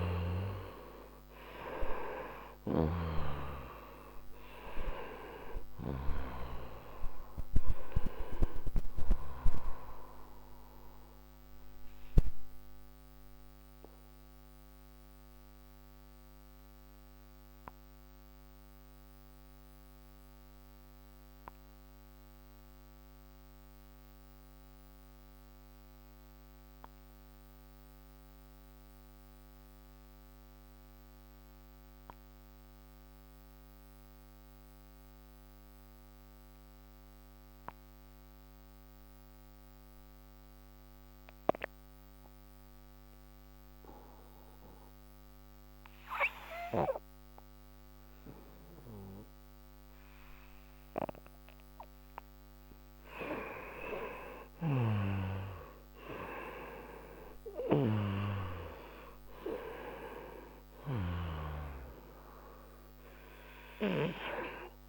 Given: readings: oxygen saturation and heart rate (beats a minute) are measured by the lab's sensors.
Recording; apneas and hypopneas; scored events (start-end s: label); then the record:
breathing in sleep by a microphone on the trachea; 1
0.00-2.50 s: snoring (device-marked)
0.00-27.50 s: oxygen desaturation (device-marked, oxygen 86% lowest)
15.00-49.50 s: mixed apnea (oxygen 97% before, 86% lowest, heart rate 39 before, 36 extreme, up 26 after)
46.50-64.89 s: oxygen desaturation (device-marked, oxygen 98% before, 86% lowest, heart rate 61 before, 36 extreme)
52.50-57.00 s: arousal
54.00-61.00 s: snoring (device-marked)
From the record:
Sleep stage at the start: N2 (light sleep); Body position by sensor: on the right side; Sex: male